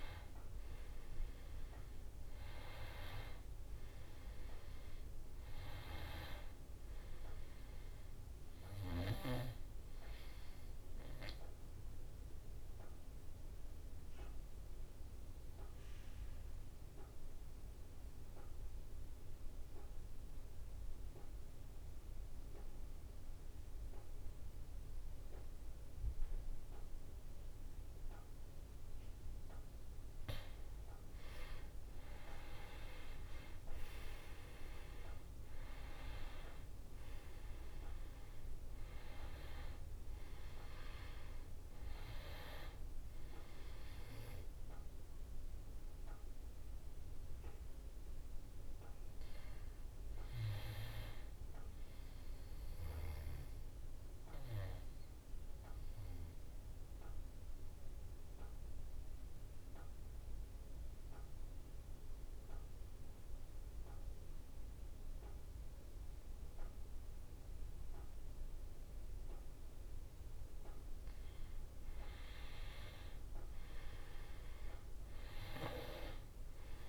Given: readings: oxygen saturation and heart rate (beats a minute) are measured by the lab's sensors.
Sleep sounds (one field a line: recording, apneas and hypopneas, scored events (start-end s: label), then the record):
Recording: breathing in sleep by a room microphone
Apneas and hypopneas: 2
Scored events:
0.00-3.00 s: oxygen desaturation (device-marked, oxygen 93% lowest, heart rate 61 extreme)
11.00-29.50 s: obstructive apnea (oxygen 97% before, 90% lowest, heart rate 64 before, 59 extreme, up 9 after)
30.50-34.50 s: arousal
36.00-60.00 s: oxygen desaturation (device-marked, oxygen 97% before, 90% lowest, heart rate 61 before, 58 extreme)
54.00-71.00 s: obstructive apnea (oxygen 97% before, 90% lowest, heart rate 64 before, 58 extreme, up 8 after)
72.50-76.50 s: arousal
From the record:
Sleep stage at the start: N2 (light sleep)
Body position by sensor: on the back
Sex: male